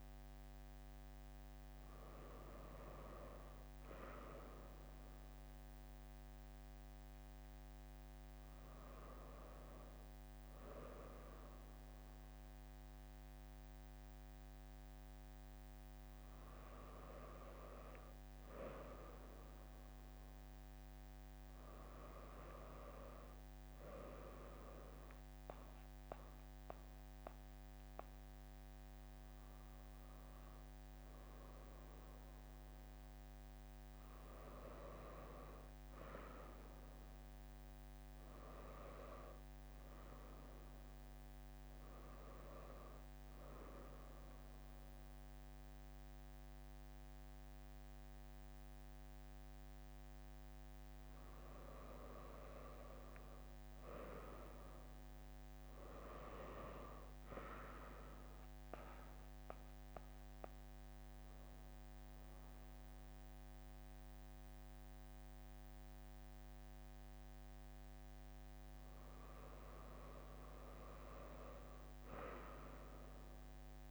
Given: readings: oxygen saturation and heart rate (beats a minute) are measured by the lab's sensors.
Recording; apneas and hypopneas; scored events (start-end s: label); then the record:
breathing in sleep by a microphone on the trachea; none
none scored
From the record:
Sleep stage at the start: N1 (lightest sleep); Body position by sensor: on the back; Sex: female